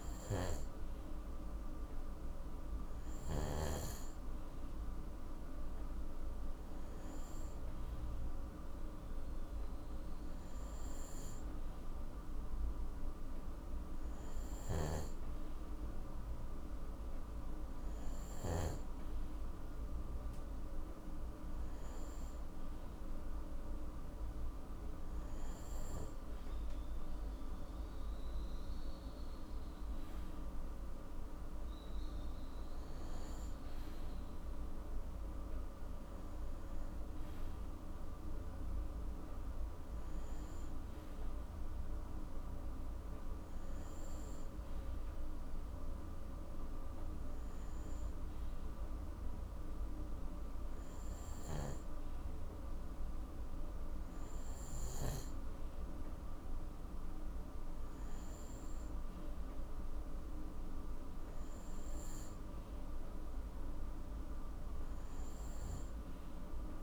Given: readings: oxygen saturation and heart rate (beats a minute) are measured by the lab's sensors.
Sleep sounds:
breathing in sleep, hard to hear, by a room microphone; none
14.00-18.50 s: snoring (device-marked)
From the record:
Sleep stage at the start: N2 (light sleep); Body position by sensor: on the right side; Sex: male

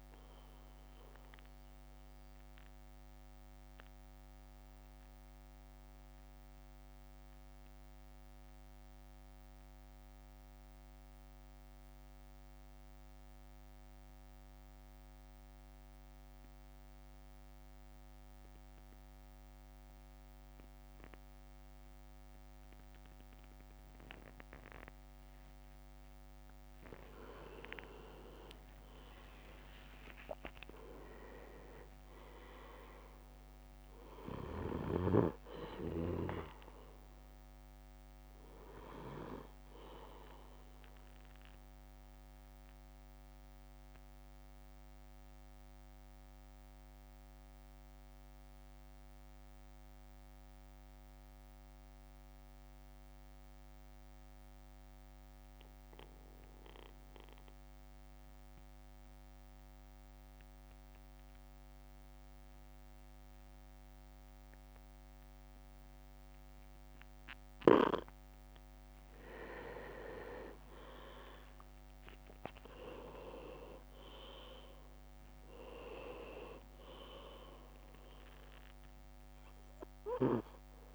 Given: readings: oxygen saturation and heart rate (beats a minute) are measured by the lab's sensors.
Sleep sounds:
breathing in sleep by a microphone on the trachea; 2
1.00-25.50 s: mixed apnea (oxygen 100% before, 94% lowest, heart rate 58 before, 50 extreme, up 6 after)
27.50-38.50 s: drop in pulse transit time (device-marked, heart rate 55 before, 54 extreme)
28.00-32.50 s: arousal
28.50-33.00 s: leg movement (device-marked)
33.50-45.50 s: oxygen desaturation (device-marked, oxygen 99% before, 95% lowest, heart rate 58 before, 50 extreme)
41.50-68.00 s: mixed apnea (oxygen 100% before, 94% lowest, heart rate 58 before, 51 extreme, up 5 after)
66.50-80.94 s: oxygen desaturation (device-marked, oxygen 99% before, 95% lowest, heart rate 53 before, 52 extreme)
69.50-74.50 s: leg movement (device-marked)
69.50-80.94 s: drop in pulse transit time (device-marked, heart rate 54 before, 55 extreme)
71.50-74.50 s: arousal
From the record:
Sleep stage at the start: N2 (light sleep); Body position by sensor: on the back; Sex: male

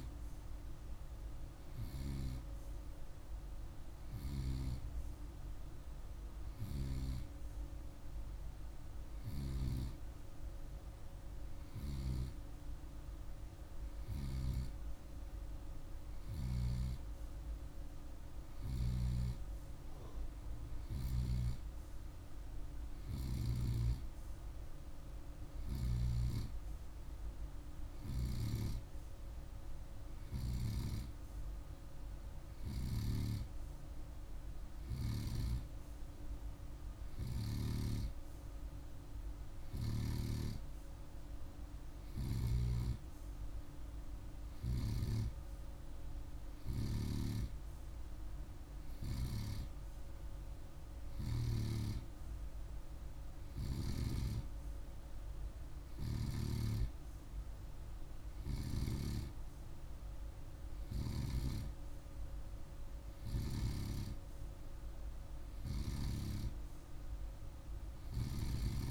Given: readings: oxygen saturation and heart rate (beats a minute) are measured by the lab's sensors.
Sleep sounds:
breathing in sleep by a room microphone; none
none scored
From the record:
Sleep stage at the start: N2 (light sleep); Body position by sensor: on the right side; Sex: male

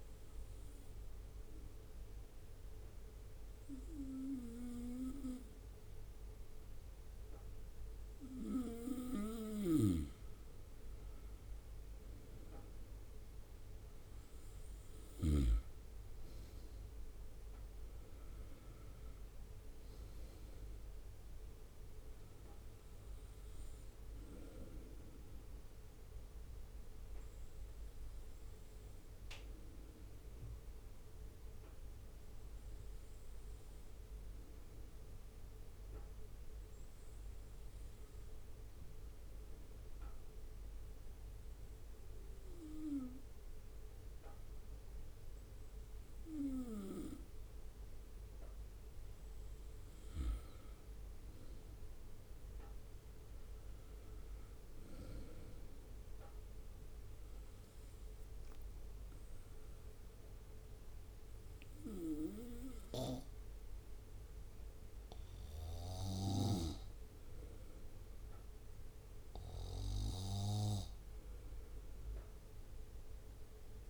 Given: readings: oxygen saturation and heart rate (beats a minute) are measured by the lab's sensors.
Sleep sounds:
breathing in sleep by a room microphone; 2
0.50-10.50 s: obstructive apnea (oxygen 99% before, 96% lowest, heart rate 62 before, 60 extreme, up 5 after)
13.50-17.00 s: arousal
34.00-49.50 s: obstructive apnea (oxygen 97% before, 96% lowest, heart rate 63 before, 61 extreme, up 3 after)
51.00-54.50 s: arousal
From the record:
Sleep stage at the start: N2 (light sleep); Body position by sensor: on the right side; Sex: male

